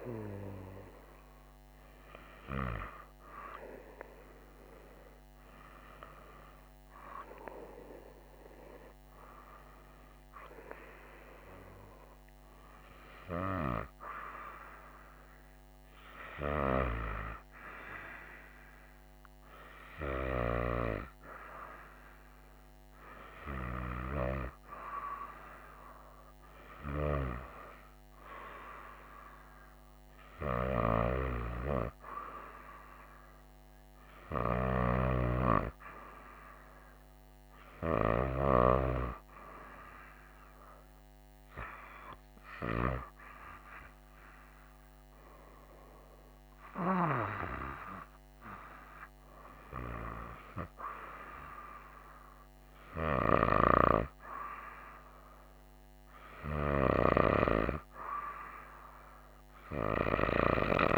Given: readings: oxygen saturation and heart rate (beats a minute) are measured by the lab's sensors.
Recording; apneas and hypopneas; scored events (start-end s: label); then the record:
breathing in sleep by a microphone on the trachea; none
24.00-60.98 s: new sleep stage, N2 (light sleep)
From the record:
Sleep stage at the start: N1 (lightest sleep); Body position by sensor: on the right side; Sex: female